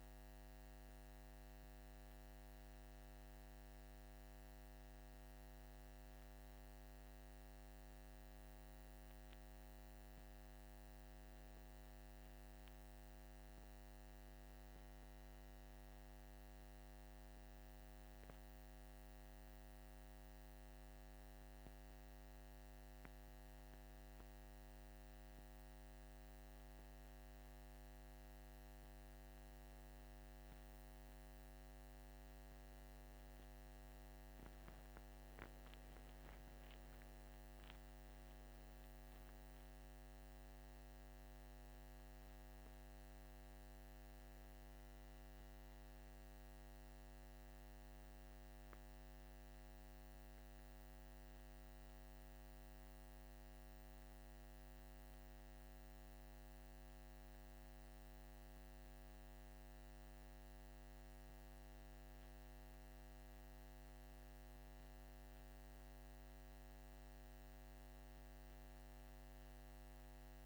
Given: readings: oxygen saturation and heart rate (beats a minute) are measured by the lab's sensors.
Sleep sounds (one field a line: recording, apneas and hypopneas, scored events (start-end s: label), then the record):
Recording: breathing in sleep, hard to hear, by a microphone on the trachea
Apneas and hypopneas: none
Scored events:
9.00-39.00 s: new sleep stage, N2 (light sleep)
39.00-70.46 s: new sleep stage, N1 (lightest sleep)
From the record:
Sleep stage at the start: N1 (lightest sleep)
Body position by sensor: on the back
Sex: male